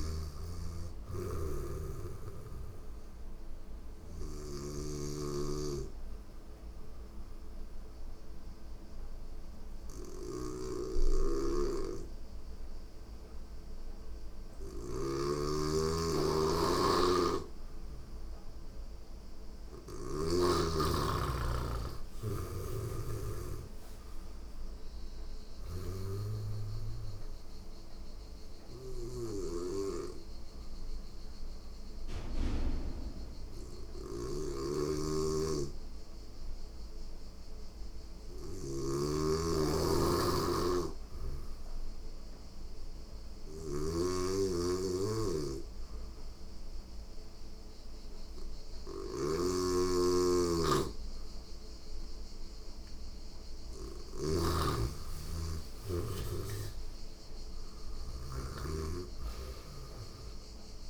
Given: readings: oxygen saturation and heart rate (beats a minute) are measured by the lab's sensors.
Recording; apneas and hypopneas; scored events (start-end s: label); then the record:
breathing in sleep by a room microphone; 2
0.00-19.00 s: oxygen desaturation (device-marked, oxygen 91% lowest, heart rate 84 extreme)
3.50-14.50 s: snoring (device-marked)
4.00-16.00 s: obstructive apnea (oxygen 97% before, 91% lowest, heart rate 87 before, 85 extreme, up 1 after)
19.00-23.00 s: arousal
21.50-38.00 s: snoring (device-marked)
26.50-37.50 s: obstructive apnea (oxygen 97% before, 91% lowest, heart rate 86 before, 84 extreme, up 1 after)
30.00-44.00 s: oxygen desaturation (device-marked, oxygen 97% before, 91% lowest, heart rate 87 before, 84 extreme)
42.50-60.90 s: snoring (device-marked)
44.00-47.50 s: arousal
51.00-60.00 s: oxygen desaturation (device-marked, oxygen 97% before, 92% lowest, heart rate 86 before, 84 extreme)
From the record:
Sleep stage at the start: N2 (light sleep); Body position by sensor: on the back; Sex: female